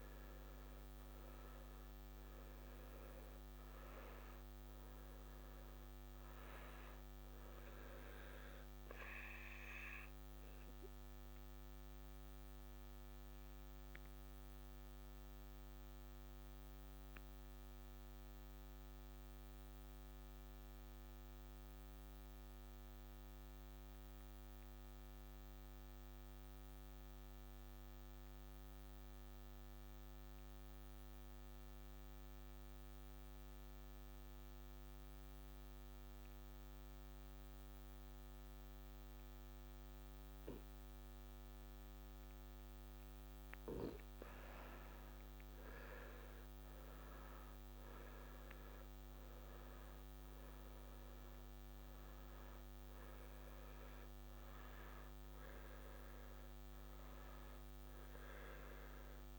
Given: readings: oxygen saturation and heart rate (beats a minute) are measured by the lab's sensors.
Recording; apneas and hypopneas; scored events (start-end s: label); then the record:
breathing in sleep, hard to hear, by a microphone on the trachea; 1
0.00-18.00 s: oxygen desaturation (device-marked, oxygen 83% lowest, heart rate 62 extreme)
8.50-43.50 s: obstructive apnea (oxygen 96% before, 83% lowest, heart rate 68 before, 62 extreme, up 9 after)
34.00-59.39 s: oxygen desaturation (device-marked, oxygen 98% before, 83% lowest, heart rate 65 before, 63 extreme)
46.00-50.00 s: arousal
From the record:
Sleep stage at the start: N2 (light sleep); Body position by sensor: on the back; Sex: male